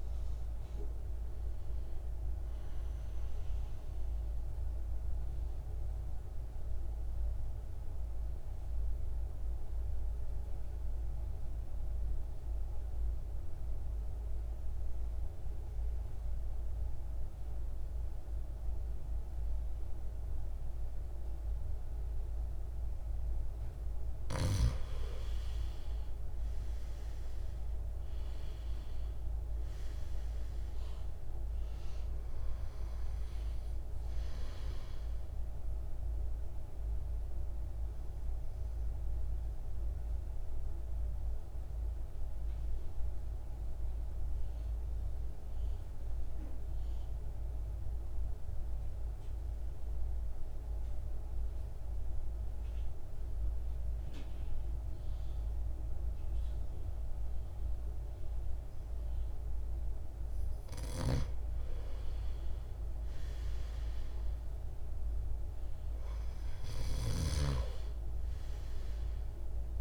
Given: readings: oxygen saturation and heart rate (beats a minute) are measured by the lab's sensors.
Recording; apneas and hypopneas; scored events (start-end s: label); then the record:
breathing in sleep, hard to hear, by a room microphone; 2
0.00-10.50 s: oxygen desaturation (device-marked, oxygen 81% lowest, heart rate 55 extreme)
3.00-22.50 s: central apnea (oxygen 95% before, 81% lowest, heart rate 72 before, 50 extreme, up 11 after)
25.50-50.50 s: oxygen desaturation (device-marked, oxygen 100% before, 82% lowest, heart rate 57 before, 50 extreme)
26.50-30.50 s: arousal
38.50-61.50 s: mixed apnea (oxygen 100% before, 82% lowest, heart rate 60 before, 51 extreme, up 5 after)
60.50-69.81 s: oxygen desaturation (device-marked, oxygen 100% before, 86% lowest, heart rate 53 before, 51 extreme)
63.00-67.00 s: arousal
From the record:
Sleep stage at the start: N2 (light sleep); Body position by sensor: on the back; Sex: male